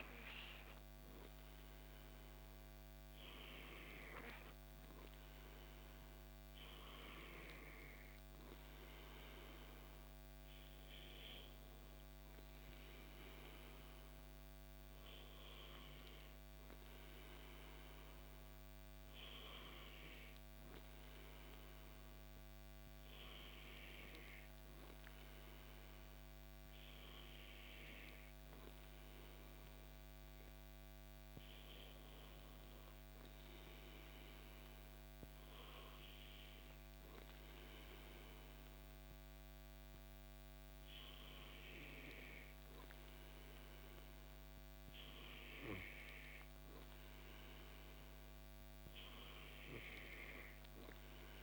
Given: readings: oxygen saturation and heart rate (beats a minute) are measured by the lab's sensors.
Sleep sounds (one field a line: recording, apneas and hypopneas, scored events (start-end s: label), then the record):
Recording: breathing in sleep by a microphone on the trachea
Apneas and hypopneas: none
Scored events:
none scored
From the record:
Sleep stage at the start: N2 (light sleep)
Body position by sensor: on the back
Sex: male